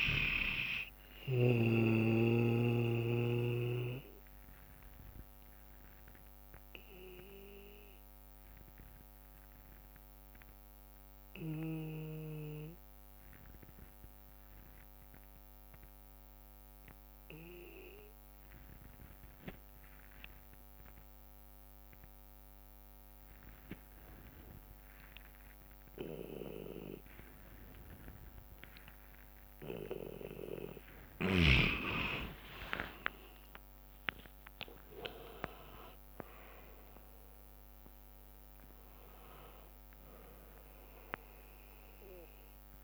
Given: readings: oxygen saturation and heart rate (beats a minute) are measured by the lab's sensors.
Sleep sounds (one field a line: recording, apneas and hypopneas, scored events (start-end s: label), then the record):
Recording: breathing in sleep by a microphone on the trachea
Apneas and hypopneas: 1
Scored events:
0.00-1.50 s: snoring (device-marked)
0.00-10.50 s: oxygen desaturation (device-marked, oxygen 91% lowest, heart rate 55 extreme)
3.00-31.50 s: obstructive apnea (oxygen 99% before, 89% lowest, heart rate 61 before, 55 extreme, up 21 after)
3.50-24.50 s: bradycardia (device-marked, heart rate 65 before, 55 extreme)
24.50-42.84 s: oxygen desaturation (device-marked, oxygen 99% before, 91% lowest, heart rate 57 before, 56 extreme)
33.00-35.00 s: long interval between heartbeats (device-marked, heart rate 58 before, 74 extreme)
33.00-38.50 s: arousal
From the record:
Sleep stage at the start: N2 (light sleep)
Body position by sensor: on the back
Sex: male